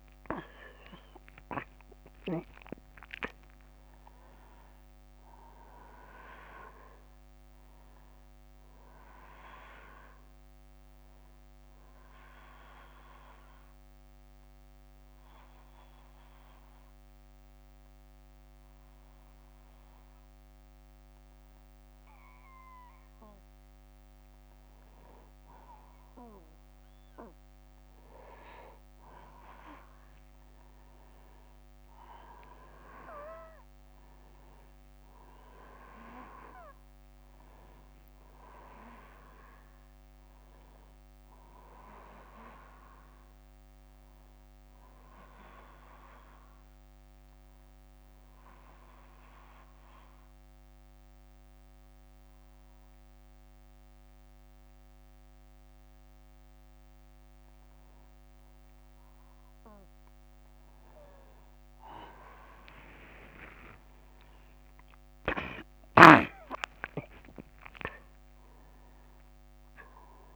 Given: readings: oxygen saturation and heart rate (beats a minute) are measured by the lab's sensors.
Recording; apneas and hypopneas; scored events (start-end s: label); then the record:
breathing in sleep by a microphone on the trachea; 2
0.00-2.00 s: arousal
11.50-22.00 s: obstructive apnea (oxygen 96% before, 92% lowest, heart rate 35 before, 163 extreme)
28.50-32.00 s: arousal
31.00-52.00 s: oxygen desaturation (device-marked, oxygen 95% before, 92% lowest)
47.00-57.00 s: obstructive apnea (oxygen 95% before, 93% lowest)
61.50-66.50 s: arousal
63.00-70.36 s: new sleep stage, N1 (lightest sleep)
From the record:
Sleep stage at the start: N2 (light sleep); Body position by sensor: on the back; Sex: male